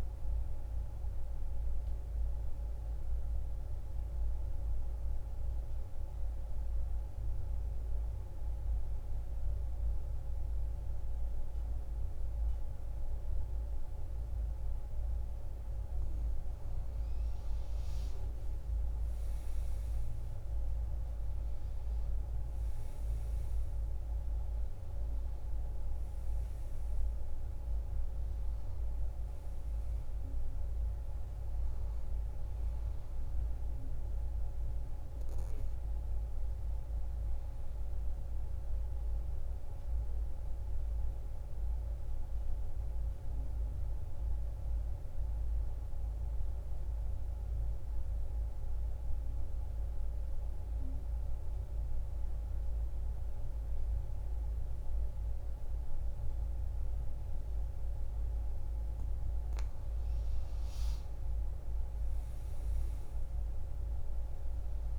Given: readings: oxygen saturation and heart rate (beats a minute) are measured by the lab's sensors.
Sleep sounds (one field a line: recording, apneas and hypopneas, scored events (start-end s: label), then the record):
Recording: breathing in sleep, hard to hear, by a room microphone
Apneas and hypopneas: 2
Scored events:
1.50-16.50 s: obstructive apnea (oxygen 99% before, 89% lowest)
16.00-43.00 s: oxygen desaturation (device-marked, oxygen 96% before, 89% lowest)
18.00-21.50 s: arousal
38.50-58.50 s: obstructive apnea (oxygen 96% before, 89% lowest)
60.00-63.00 s: arousal
62.00-64.99 s: oxygen desaturation (device-marked, oxygen 97% before, 89% lowest)
From the record:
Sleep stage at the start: N2 (light sleep)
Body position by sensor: on the back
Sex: female